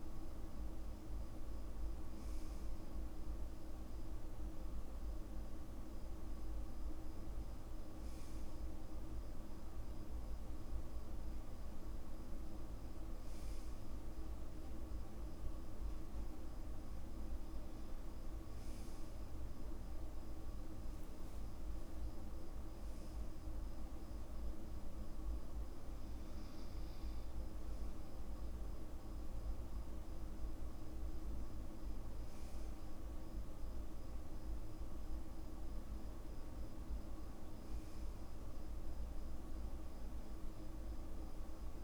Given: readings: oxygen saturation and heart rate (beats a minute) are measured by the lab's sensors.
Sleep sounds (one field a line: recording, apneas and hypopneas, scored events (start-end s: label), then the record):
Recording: breathing in sleep, hard to hear, by a room microphone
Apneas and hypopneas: none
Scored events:
none scored
From the record:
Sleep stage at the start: N2 (light sleep)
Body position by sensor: on the back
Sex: male